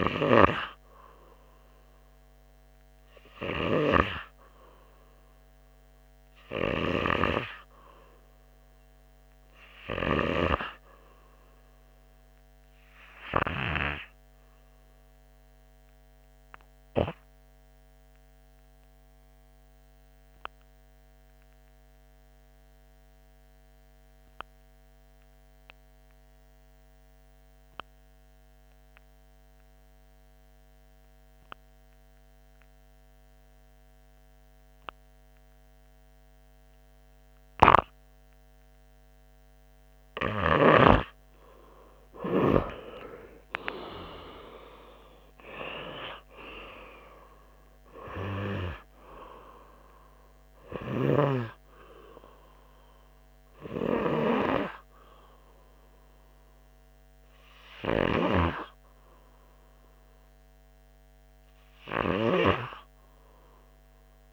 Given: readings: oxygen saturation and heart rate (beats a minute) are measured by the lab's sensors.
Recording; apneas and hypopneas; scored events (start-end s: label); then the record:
breathing in sleep by a microphone on the trachea; 1
7.00-11.00 s: snoring (device-marked)
15.50-23.50 s: oxygen desaturation (device-marked, oxygen 95% before, 89% lowest, heart rate 89 before, 79 extreme)
18.00-39.50 s: obstructive apnea (oxygen 95% before, 86% lowest, heart rate 89 before, 79 extreme, up 10 after)
37.50-64.33 s: oxygen desaturation (device-marked, oxygen 99% before, 86% lowest, heart rate 82 before, 83 extreme)
39.50-64.33 s: new sleep stage, N2 (light sleep)
40.00-43.50 s: arousal
From the record:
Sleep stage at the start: REM sleep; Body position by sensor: on the right side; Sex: male